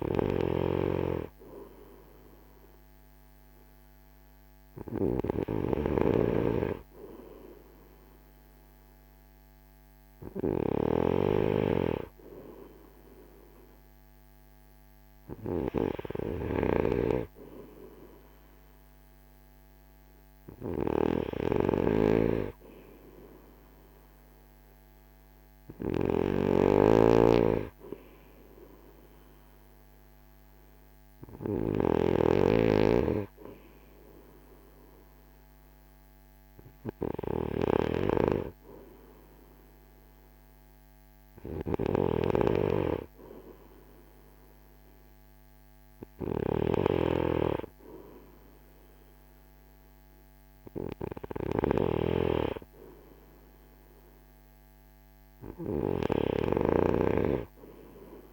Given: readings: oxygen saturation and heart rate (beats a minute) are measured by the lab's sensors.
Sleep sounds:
breathing in sleep by a microphone on the trachea; none
10.00-31.50 s: snoring (device-marked)
41.00-51.50 s: snoring (device-marked)
From the record:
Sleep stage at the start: N2 (light sleep); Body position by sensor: on the front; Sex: male

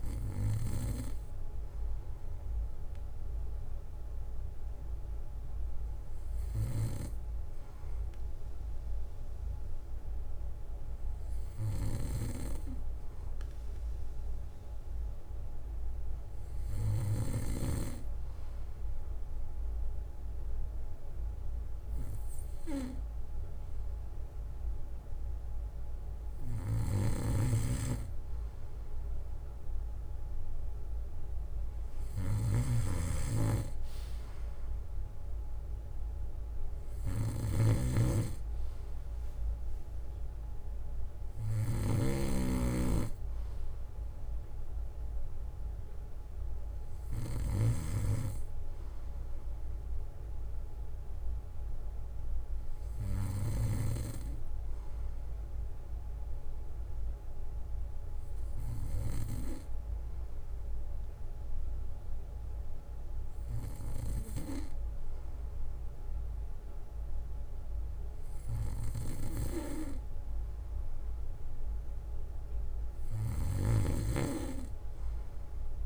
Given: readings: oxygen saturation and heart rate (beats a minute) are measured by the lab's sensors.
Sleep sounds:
breathing in sleep by a room microphone; 1
1.00-5.00 s: bradycardia (device-marked, heart rate 60 before, 59 extreme)
6.00-10.00 s: bradycardia (device-marked, heart rate 60 before, 55 extreme)
16.00-18.00 s: bradycardia (device-marked, heart rate 60 before, 60 extreme)
27.00-48.00 s: snoring (device-marked)
28.00-32.00 s: bradycardia (device-marked, heart rate 60 before, 59 extreme)
33.00-36.00 s: bradycardia (device-marked, heart rate 60 before, 58 extreme)
38.00-40.00 s: bradycardia (device-marked, heart rate 60 before, 59 extreme)
44.00-53.00 s: bradycardia (device-marked, heart rate 60 before, 57 extreme)
47.00-50.50 s: arousal
54.50-68.00 s: hypopnea (oxygen 96% before, 94% lowest, heart rate 59 before, 55 extreme, up 5 after)
55.00-59.00 s: bradycardia (device-marked, heart rate 60 before, 57 extreme)
60.00-62.00 s: bradycardia (device-marked, heart rate 60 before, 59 extreme)
67.00-75.00 s: bradycardia (device-marked, heart rate 60 before, 58 extreme)
71.00-74.50 s: arousal
73.50-75.85 s: snoring (device-marked)
From the record:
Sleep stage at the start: N2 (light sleep); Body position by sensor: on the back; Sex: male

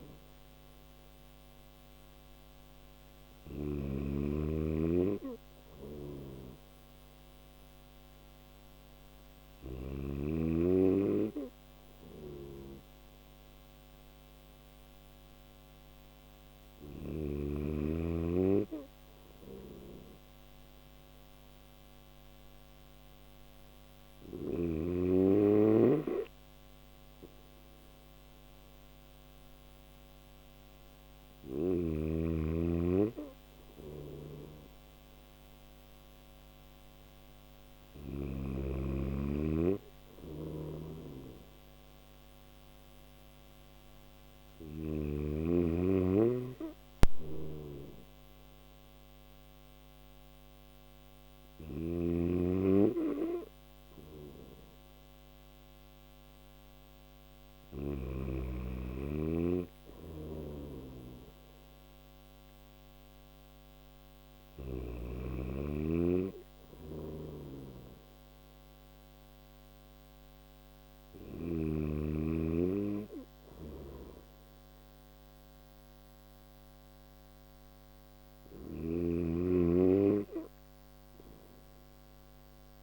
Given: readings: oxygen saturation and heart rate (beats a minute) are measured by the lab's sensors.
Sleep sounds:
breathing in sleep by a microphone on the trachea; none
0.00-3.00 s: snoring (device-marked)
5.00-9.00 s: snoring (device-marked)
39.50-44.00 s: snoring (device-marked)
46.00-57.00 s: snoring (device-marked)
59.00-64.00 s: snoring (device-marked)
66.00-70.50 s: snoring (device-marked)
72.50-78.00 s: snoring (device-marked)
From the record:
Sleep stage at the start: N1 (lightest sleep); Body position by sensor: on the back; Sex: male

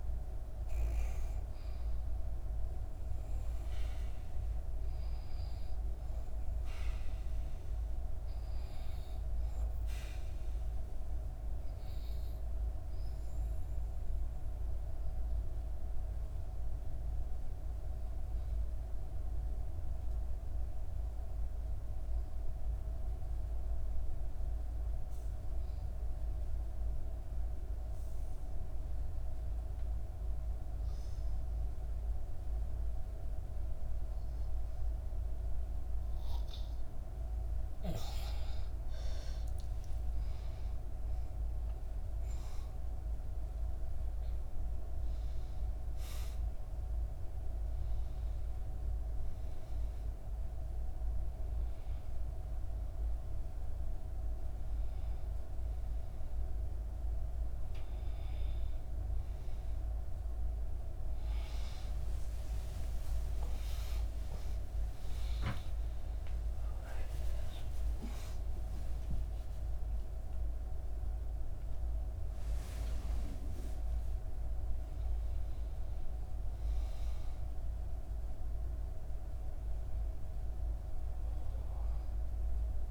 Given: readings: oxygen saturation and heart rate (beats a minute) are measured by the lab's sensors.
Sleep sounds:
a person partly awake in a sleep study, hard to hear, by a room microphone; 1
0.00-16.50 s: oxygen desaturation (device-marked, oxygen 88% lowest, heart rate 59 extreme)
11.00-36.00 s: obstructive apnea (oxygen 96% before, 88% lowest, heart rate 63 before, 59 extreme, up 7 after)
31.50-61.50 s: oxygen desaturation (device-marked, oxygen 97% before, 88% lowest, heart rate 60 before, 60 extreme)
41.50-82.90 s: new sleep stage, awake
63.00-65.00 s: long interval between heartbeats (device-marked, heart rate 65 before, 94 extreme)
63.50-66.50 s: tachycardia (device-marked, heart rate 61 before, 98 extreme)
67.00-69.00 s: long interval between heartbeats (device-marked, heart rate 71 before, 115 extreme)
From the record:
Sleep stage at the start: N2 (light sleep); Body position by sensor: on the back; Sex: female

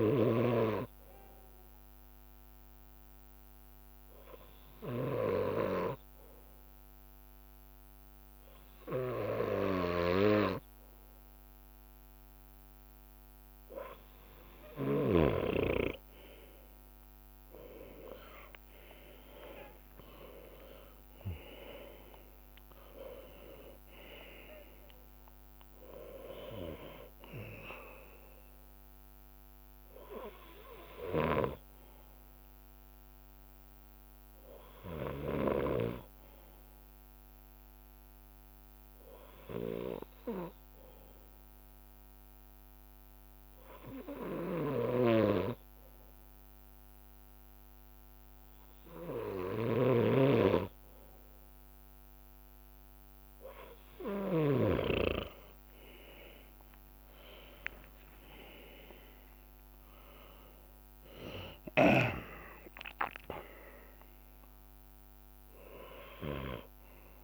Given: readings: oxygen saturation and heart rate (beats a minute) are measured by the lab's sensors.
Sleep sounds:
breathing in sleep by a microphone on the trachea; 2
0.00-14.00 s: bradycardia (device-marked, heart rate 56 extreme)
1.00-14.00 s: hypopnea (oxygen 98% before, 95% lowest, heart rate 58 before, 57 extreme, up 18 after)
1.50-7.50 s: leg movement (device-marked)
16.00-20.50 s: arousal
17.50-25.50 s: leg movement (device-marked)
30.00-53.00 s: bradycardia (device-marked, heart rate 62 before, 56 extreme)
31.00-32.00 s: leg movement (device-marked)
34.00-37.50 s: leg movement (device-marked)
37.50-39.50 s: leg movement (device-marked)
39.50-52.50 s: hypopnea (oxygen 96% before, 95% lowest, heart rate 66 before, 54 extreme, up 26 after)
42.00-54.00 s: drop in pulse transit time (device-marked, heart rate 63 before, 56 extreme)
42.50-46.00 s: leg movement (device-marked)
47.50-49.50 s: leg movement (device-marked)
52.00-59.00 s: leg movement (device-marked)
56.50-61.00 s: arousal
57.50-59.50 s: long interval between heartbeats (device-marked, heart rate 57 before, 78 extreme)
62.00-64.00 s: long interval between heartbeats (device-marked, heart rate 64 before, 86 extreme)
65.50-67.00 s: leg movement (device-marked)
From the record:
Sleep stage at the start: N2 (light sleep); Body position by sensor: on the left side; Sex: male

